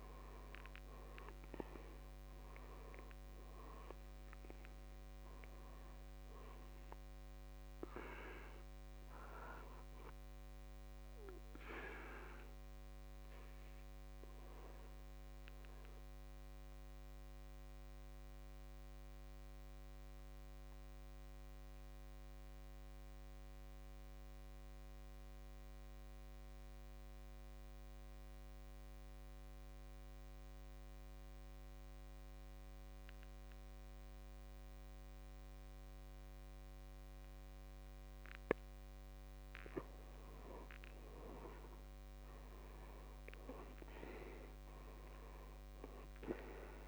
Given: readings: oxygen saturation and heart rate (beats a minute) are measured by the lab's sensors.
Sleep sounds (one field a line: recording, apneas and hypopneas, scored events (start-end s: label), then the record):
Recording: breathing in sleep by a microphone on the trachea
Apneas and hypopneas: 1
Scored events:
0.00-23.00 s: oxygen desaturation (device-marked, oxygen 75% lowest, heart rate 55 extreme)
15.00-38.50 s: obstructive apnea (oxygen 98% before, 75% lowest, heart rate 68 before, 55 extreme, up 11 after)
40.50-45.50 s: arousal
43.00-46.88 s: oxygen desaturation (device-marked, oxygen 99% before, 79% lowest, heart rate 60 before, 50 extreme)
From the record:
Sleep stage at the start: N2 (light sleep)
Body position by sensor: on the back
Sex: male